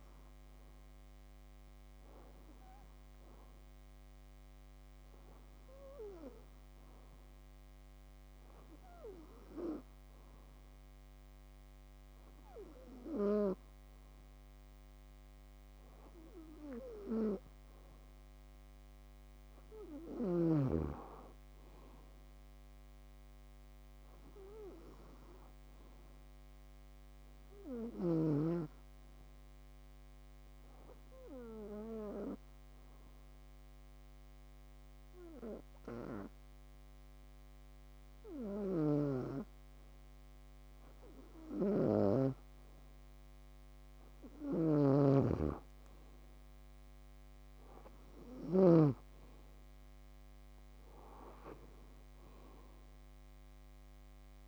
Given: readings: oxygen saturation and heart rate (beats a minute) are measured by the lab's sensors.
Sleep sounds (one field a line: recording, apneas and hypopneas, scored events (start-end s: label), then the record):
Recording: breathing in sleep by a microphone on the trachea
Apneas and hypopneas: 1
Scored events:
17.50-20.50 s: arousal
18.00-20.00 s: long interval between heartbeats (device-marked, heart rate 67 before, 90 extreme)
20.50-22.50 s: long interval between heartbeats (device-marked, heart rate 70 before, 97 extreme)
30.50-41.00 s: hypopnea (oxygen 97% before, 94% lowest, heart rate 79 before, 62 extreme, up 8 after)
38.00-48.50 s: snoring (device-marked)
48.50-54.47 s: new sleep stage, awake
From the record:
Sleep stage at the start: N2 (light sleep)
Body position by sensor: on the back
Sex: female